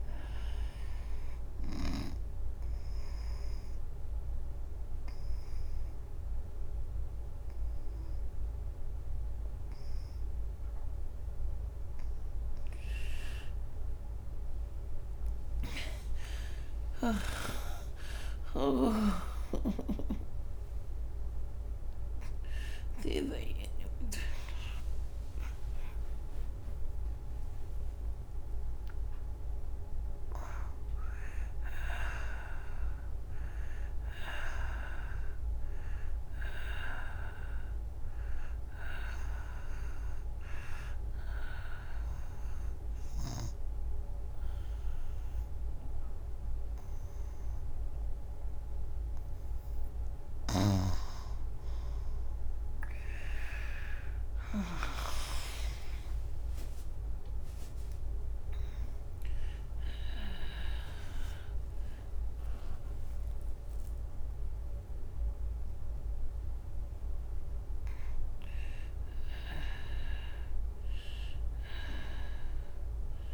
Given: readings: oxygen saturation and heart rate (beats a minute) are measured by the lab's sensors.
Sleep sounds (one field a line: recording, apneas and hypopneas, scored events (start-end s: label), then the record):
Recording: breathing in sleep by a room microphone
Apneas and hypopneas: 2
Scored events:
1.00-12.00 s: obstructive apnea (oxygen 98% before, 84% lowest, heart rate 96 before, 72 extreme, up 10 after)
9.50-39.50 s: new sleep stage, N1 (lightest sleep)
9.50-41.50 s: oxygen desaturation (device-marked, oxygen 97% before, 84% lowest, heart rate 99 before, 73 extreme)
17.00-25.00 s: arousal
39.00-49.50 s: obstructive apnea (oxygen 94% before, 85% lowest, heart rate 103 before, 74 extreme)
39.50-73.33 s: new sleep stage, N2 (light sleep)
55.50-61.50 s: arousal
62.50-73.33 s: oxygen desaturation (device-marked, oxygen 95% before, 91% lowest, heart rate 81 before, 85 extreme)
From the record:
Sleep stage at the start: N2 (light sleep)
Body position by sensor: on the right side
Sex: female